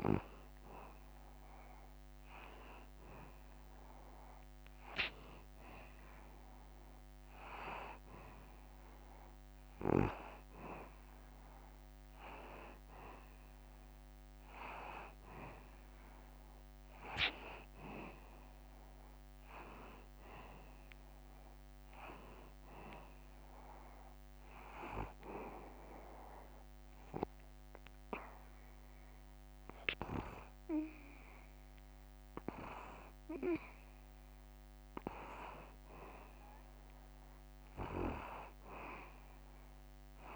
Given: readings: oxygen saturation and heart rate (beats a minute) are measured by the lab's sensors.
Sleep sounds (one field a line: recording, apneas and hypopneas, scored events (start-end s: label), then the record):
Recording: breathing in sleep by a microphone on the trachea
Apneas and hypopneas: none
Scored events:
none scored
From the record:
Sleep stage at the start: N2 (light sleep)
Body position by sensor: on the back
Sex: male